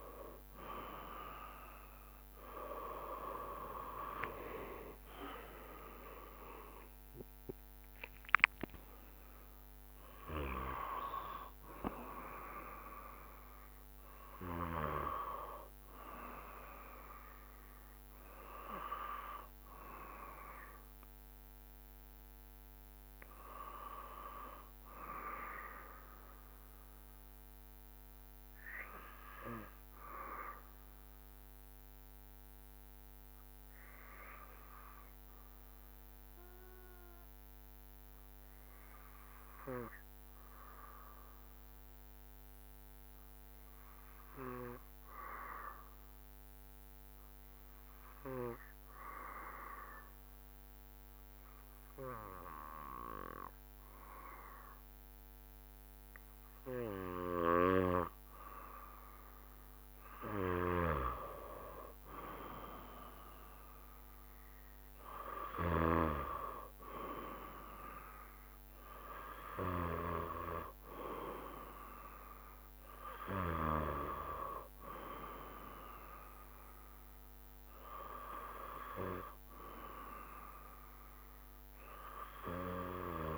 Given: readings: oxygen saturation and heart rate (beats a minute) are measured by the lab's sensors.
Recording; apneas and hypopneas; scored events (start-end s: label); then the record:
breathing in sleep by a microphone on the trachea; 1
0.00-4.00 s: arousal
4.50-17.50 s: drop in pulse transit time (device-marked, heart rate 68 before, 69 extreme)
32.00-57.00 s: obstructive apnea (oxygen 98% before, 93% lowest, heart rate 70 before, 65 extreme, up 4 after)
59.50-63.50 s: arousal
From the record:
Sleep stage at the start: N2 (light sleep); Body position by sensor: on the back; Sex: male